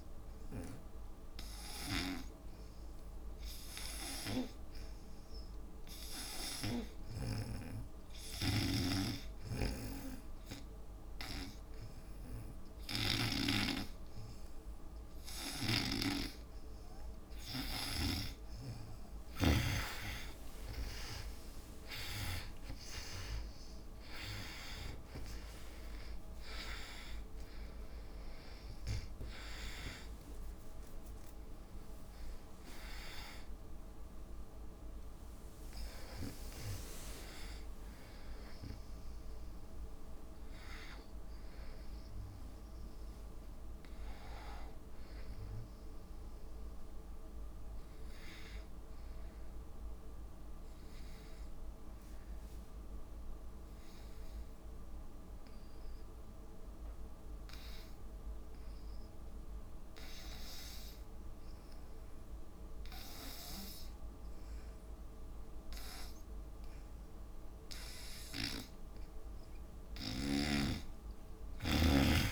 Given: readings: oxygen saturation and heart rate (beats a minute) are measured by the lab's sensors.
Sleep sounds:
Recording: breathing in sleep by a room microphone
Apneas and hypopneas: 2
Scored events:
0.00-6.50 s: oxygen desaturation (device-marked, oxygen 81% lowest, heart rate 68 extreme)
0.00-13.50 s: snoring (device-marked)
7.00-17.50 s: hypopnea (oxygen 96% before, 81% lowest, heart rate 69 before, 68 extreme, up 34 after)
13.50-22.50 s: oxygen desaturation (device-marked, oxygen 87% before, 81% lowest, heart rate 69 before, 67 extreme)
15.50-19.50 s: snoring (device-marked)
20.00-22.00 s: long interval between heartbeats (device-marked, heart rate 69 before, 77 extreme)
20.50-22.50 s: tachycardia (device-marked, heart rate 65 before, 99 extreme)
25.50-30.50 s: arousal
27.50-41.50 s: oxygen desaturation (device-marked, oxygen 84% before, 81% lowest, heart rate 79 before, 57 extreme)
28.50-30.50 s: tachycardia (device-marked, heart rate 66 before, 90 extreme)
31.50-33.50 s: long interval between heartbeats (device-marked, heart rate 83 before, 106 extreme)
49.50-66.50 s: obstructive apnea (oxygen 98% before, 80% lowest, heart rate 81 before, 56 extreme, up 9 after)
62.50-72.32 s: oxygen desaturation (device-marked, oxygen 98% before, 80% lowest, heart rate 62 before, 56 extreme)
70.50-72.32 s: snoring (device-marked)
From the record:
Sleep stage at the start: N2 (light sleep)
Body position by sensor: on the back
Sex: female

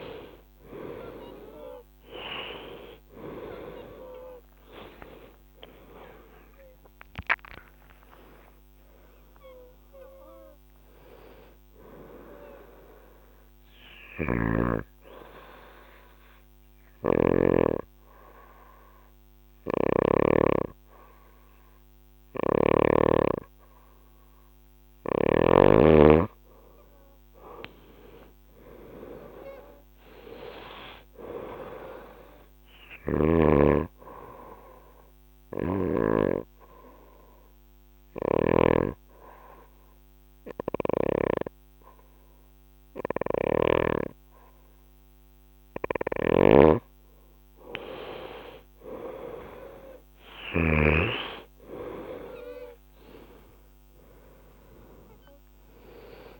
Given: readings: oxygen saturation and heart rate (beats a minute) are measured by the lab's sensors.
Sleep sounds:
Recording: breathing in sleep by a microphone on the trachea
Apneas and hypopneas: 2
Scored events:
0.00-17.00 s: oxygen desaturation (device-marked, oxygen 89% lowest, heart rate 65 extreme)
3.00-8.00 s: arousal
13.50-17.00 s: snoring (device-marked)
14.00-24.50 s: obstructive apnea (oxygen 96% before, 91% lowest, heart rate 77 before, 65 extreme, up 6 after)
19.00-22.50 s: snoring (device-marked)
26.50-31.00 s: arousal
31.00-41.00 s: oxygen desaturation (device-marked, oxygen 97% before, 92% lowest, heart rate 69 before, 66 extreme)
34.00-46.50 s: obstructive apnea (oxygen 97% before, 91% lowest, heart rate 68 before, 65 extreme, up 10 after)
37.50-43.50 s: snoring (device-marked)
45.50-50.50 s: snoring (device-marked)
48.00-52.00 s: arousal
49.00-56.40 s: oxygen desaturation (device-marked, oxygen 96% before, 91% lowest, heart rate 69 before, 65 extreme)
From the record:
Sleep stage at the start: N2 (light sleep)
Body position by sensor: on the right side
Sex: female

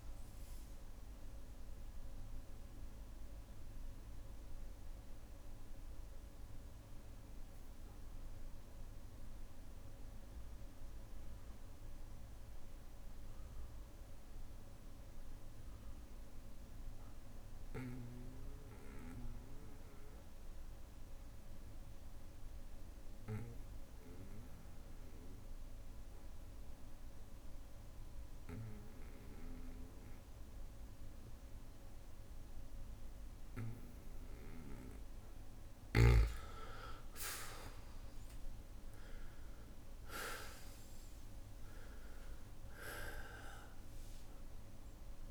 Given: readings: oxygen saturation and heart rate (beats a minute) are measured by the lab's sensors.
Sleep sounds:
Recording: breathing in sleep by a room microphone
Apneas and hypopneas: 1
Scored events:
0.00-17.00 s: oxygen desaturation (device-marked, oxygen 94% lowest, heart rate 57 extreme)
1.00-34.00 s: bradycardia (device-marked, heart rate 61 before, 57 extreme)
5.00-33.00 s: obstructive apnea (oxygen 98% before, 91% lowest, heart rate 63 before, 56 extreme, up 3 after)
32.00-45.31 s: oxygen desaturation (device-marked, oxygen 99% before, 91% lowest, heart rate 58 before, 55 extreme)
35.00-39.00 s: arousal
From the record:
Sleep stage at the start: N2 (light sleep)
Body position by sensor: on the back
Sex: male

